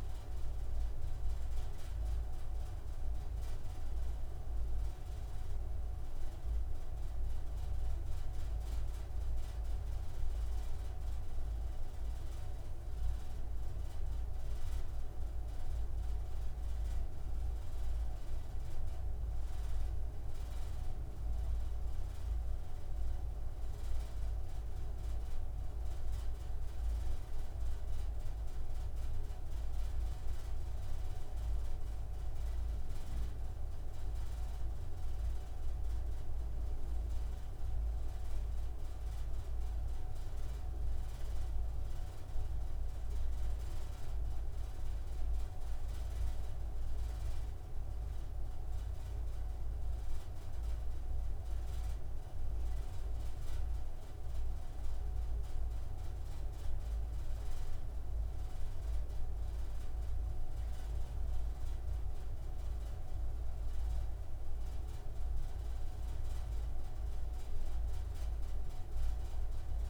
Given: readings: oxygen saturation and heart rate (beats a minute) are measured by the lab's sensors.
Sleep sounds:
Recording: breathing in sleep, hard to hear, by a room microphone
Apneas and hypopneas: none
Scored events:
68.50-69.90 s: new sleep stage, N3 (deep sleep)
From the record:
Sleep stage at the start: N2 (light sleep)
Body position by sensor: on the right side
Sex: male

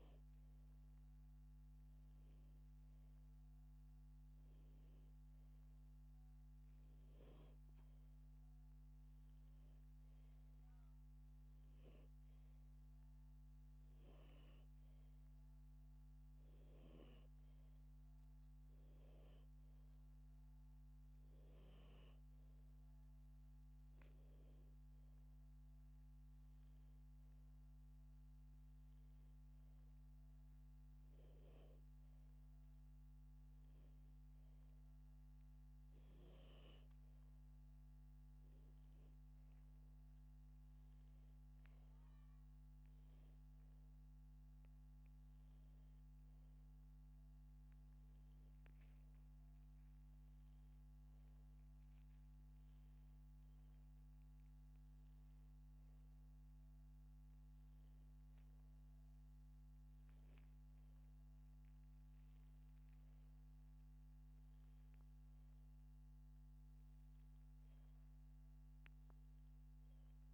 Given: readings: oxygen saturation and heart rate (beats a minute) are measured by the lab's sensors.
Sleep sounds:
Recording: breathing in sleep, hard to hear, by a microphone on the trachea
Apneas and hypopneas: none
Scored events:
none scored
From the record:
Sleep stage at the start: N2 (light sleep)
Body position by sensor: upright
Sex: male

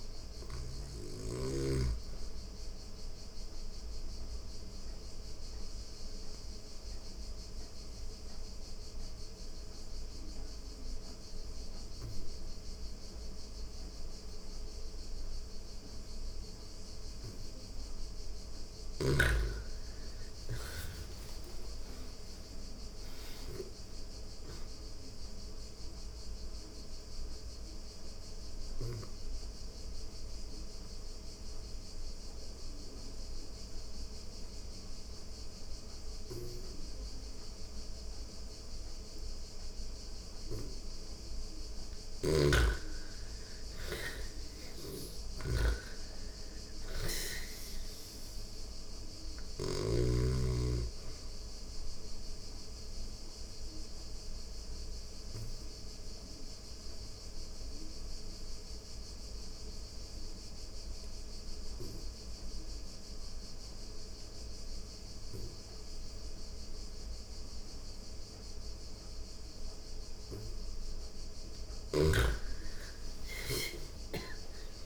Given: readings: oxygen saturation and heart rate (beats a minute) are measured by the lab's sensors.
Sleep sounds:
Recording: breathing in sleep by a room microphone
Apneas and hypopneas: 3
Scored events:
0.00-13.50 s: oxygen desaturation (device-marked, oxygen 85% lowest)
3.00-17.00 s: obstructive apnea (oxygen 99% before, 85% lowest)
19.00-22.50 s: arousal
25.50-37.50 s: oxygen desaturation (device-marked, oxygen 99% before, 88% lowest)
25.50-41.50 s: obstructive apnea (oxygen 99% before, 85% lowest)
41.00-49.00 s: snoring (device-marked)
42.50-46.00 s: arousal
47.50-61.50 s: oxygen desaturation (device-marked, oxygen 98% before, 87% lowest)
51.50-69.50 s: obstructive apnea (oxygen 98% before, 85% lowest)
70.50-74.86 s: oxygen desaturation (device-marked, oxygen 98% before, 85% lowest)
71.00-74.86 s: arousal
71.00-74.86 s: snoring (device-marked)
From the record:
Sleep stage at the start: N2 (light sleep)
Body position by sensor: on the back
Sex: female

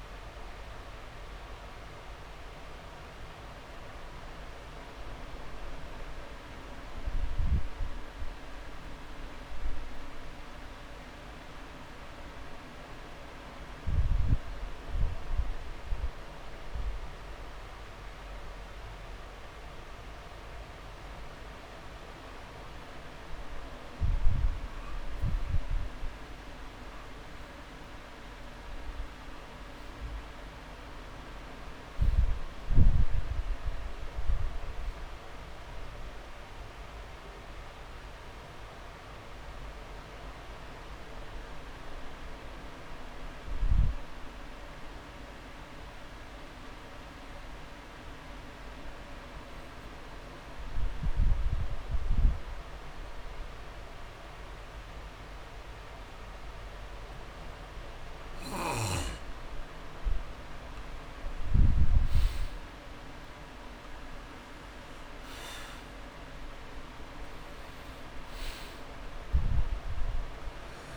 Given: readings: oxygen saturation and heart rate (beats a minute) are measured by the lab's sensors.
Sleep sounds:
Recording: breathing in sleep, hard to hear, by a room microphone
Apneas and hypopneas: 2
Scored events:
0.00-22.00 s: oxygen desaturation (device-marked, oxygen 88% lowest)
2.00-13.00 s: hypopnea (oxygen 97% before, 88% lowest)
15.00-18.50 s: arousal
30.50-32.50 s: long interval between heartbeats (device-marked)
37.00-39.00 s: long interval between heartbeats (device-marked)
41.00-44.00 s: drop in pulse transit time (device-marked)
42.00-58.50 s: obstructive apnea (oxygen 99% before, 89% lowest)
45.50-47.50 s: long interval between heartbeats (device-marked)
52.50-54.50 s: long interval between heartbeats (device-marked)
60.00-63.50 s: arousal
64.00-70.97 s: oxygen desaturation (device-marked, oxygen 97% before, 89% lowest)
69.50-70.97 s: long interval between heartbeats (device-marked)
From the record:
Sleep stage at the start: N2 (light sleep)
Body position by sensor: on the back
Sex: male

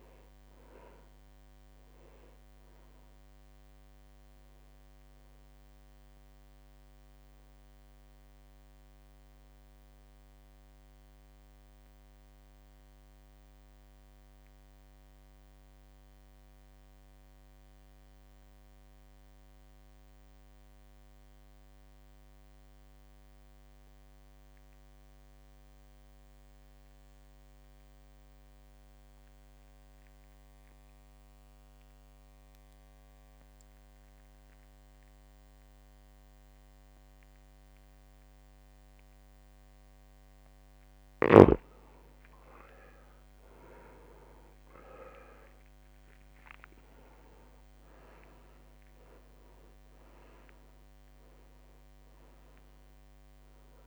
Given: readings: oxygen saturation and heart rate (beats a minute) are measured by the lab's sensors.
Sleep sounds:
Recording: breathing in sleep by a microphone on the trachea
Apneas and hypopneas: 1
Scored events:
0.00-20.50 s: drop in pulse transit time (device-marked, heart rate 53 extreme)
0.00-21.50 s: oxygen desaturation (device-marked, oxygen 82% lowest, heart rate 53 extreme)
12.00-41.00 s: mixed apnea (oxygen 96% before, 82% lowest, heart rate 57 before, 52 extreme, up 3 after)
41.50-53.87 s: oxygen desaturation (device-marked, oxygen 99% before, 84% lowest, heart rate 54 before, 52 extreme)
42.50-46.50 s: arousal
49.50-53.87 s: drop in pulse transit time (device-marked, heart rate 54 before, 52 extreme)
From the record:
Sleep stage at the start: REM sleep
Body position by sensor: on the back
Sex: male

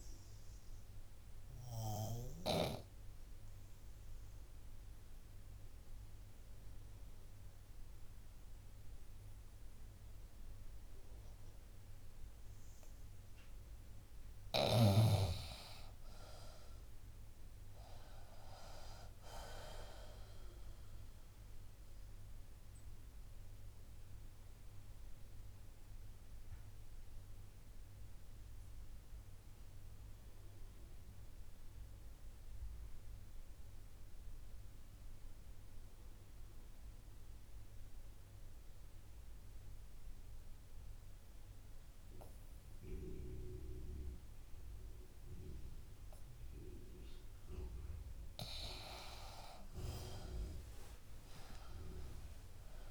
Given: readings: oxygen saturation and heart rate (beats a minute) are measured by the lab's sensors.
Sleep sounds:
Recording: breathing in sleep by a room microphone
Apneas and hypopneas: 2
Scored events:
1.00-13.50 s: obstructive apnea (oxygen 96% before, 71% lowest, heart rate 60 before, 56 extreme, up 6 after)
2.50-17.50 s: oxygen desaturation (device-marked, oxygen 96% before, 84% lowest, heart rate 60 before, 56 extreme)
15.00-18.50 s: arousal
19.50-40.50 s: oxygen desaturation (device-marked, oxygen 89% before, 76% lowest, heart rate 62 before, 55 extreme)
21.50-46.50 s: obstructive apnea (oxygen 96% before, 71% lowest, heart rate 63 before, 55 extreme, up 9 after)
45.50-52.50 s: oxygen desaturation (device-marked, oxygen 97% before, 88% lowest, heart rate 60 before, 55 extreme)
49.00-52.91 s: arousal
From the record:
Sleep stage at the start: N2 (light sleep)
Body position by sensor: on the left side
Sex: female

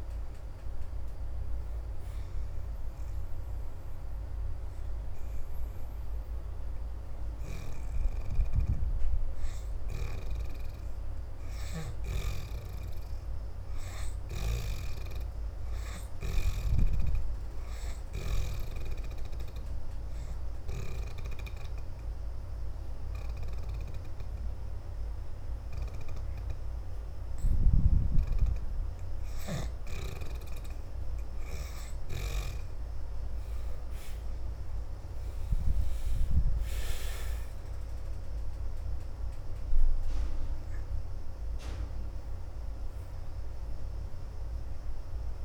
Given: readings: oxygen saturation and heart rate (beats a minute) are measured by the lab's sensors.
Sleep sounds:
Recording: breathing in sleep by a room microphone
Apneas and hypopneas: 1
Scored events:
0.00-15.50 s: oxygen desaturation (device-marked, oxygen 62% lowest, heart rate 77 extreme)
19.50-30.50 s: obstructive apnea (oxygen 79% before, 60% lowest, heart rate 81 before, 74 extreme, up 7 after)
22.50-30.50 s: oxygen desaturation (device-marked, oxygen 79% before, 71% lowest, heart rate 81 before, 74 extreme)
34.50-39.00 s: arousal
42.50-45.45 s: oxygen desaturation (device-marked, oxygen 75% before, 60% lowest, heart rate 82 before, 74 extreme)
From the record:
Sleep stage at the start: N2 (light sleep)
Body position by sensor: upright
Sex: female

